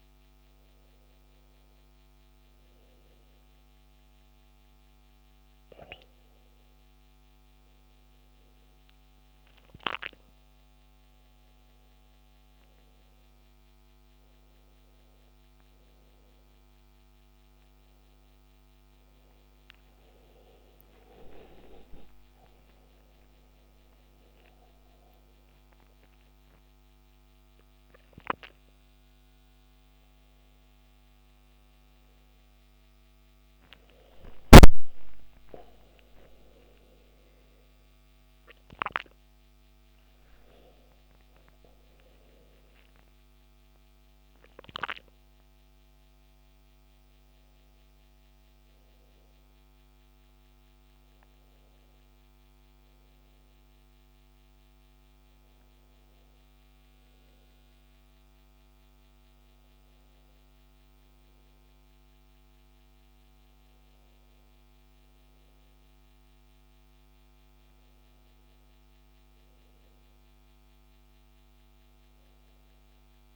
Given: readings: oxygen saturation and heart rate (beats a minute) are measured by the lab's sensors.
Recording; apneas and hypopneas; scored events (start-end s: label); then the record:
a person awake in a sleep study, by a microphone on the trachea; none
31.50-73.36 s: new sleep stage, awake
From the record:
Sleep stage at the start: N2 (light sleep); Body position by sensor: on the back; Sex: male